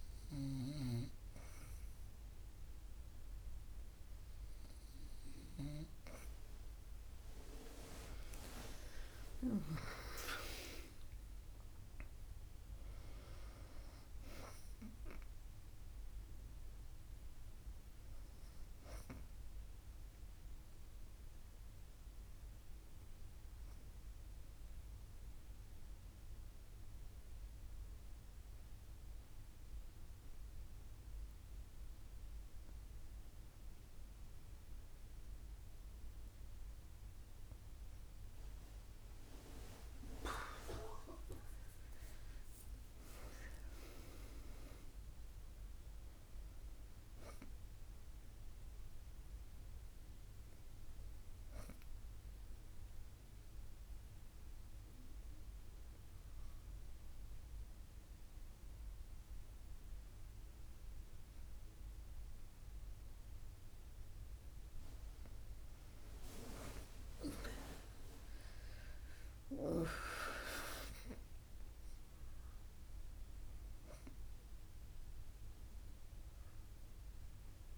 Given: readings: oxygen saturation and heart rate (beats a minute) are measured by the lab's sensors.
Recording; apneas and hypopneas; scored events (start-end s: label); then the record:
breathing in sleep by a room microphone; 2
3.50-38.50 s: oxygen desaturation (device-marked, oxygen 99% before, 94% lowest, heart rate 68 before, 57 extreme)
24.00-38.00 s: obstructive apnea (oxygen 99% before, 94% lowest, heart rate 77 before, 57 extreme, up 45 after)
40.50-43.00 s: arousal
52.00-64.50 s: obstructive apnea (oxygen 99% before, 98% lowest, heart rate 78 before, 58 extreme, up 52 after)
67.00-71.00 s: arousal
From the record:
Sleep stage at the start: N2 (light sleep); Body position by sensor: on the back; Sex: female